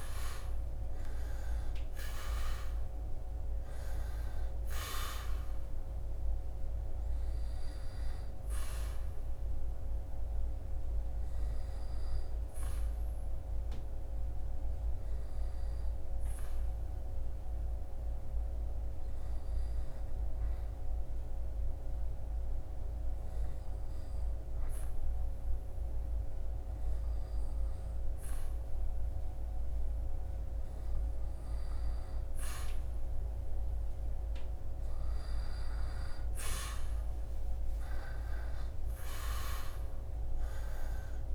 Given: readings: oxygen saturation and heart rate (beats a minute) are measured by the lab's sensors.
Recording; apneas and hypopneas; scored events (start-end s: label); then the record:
breathing in sleep, hard to hear, by a room microphone; 1
0.00-1.50 s: arousal
10.00-33.00 s: obstructive apnea (oxygen 98% before, 95% lowest, heart rate 66 before, 57 extreme, up 10 after)
36.00-40.00 s: arousal
From the record:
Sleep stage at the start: N2 (light sleep); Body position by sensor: on the back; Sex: male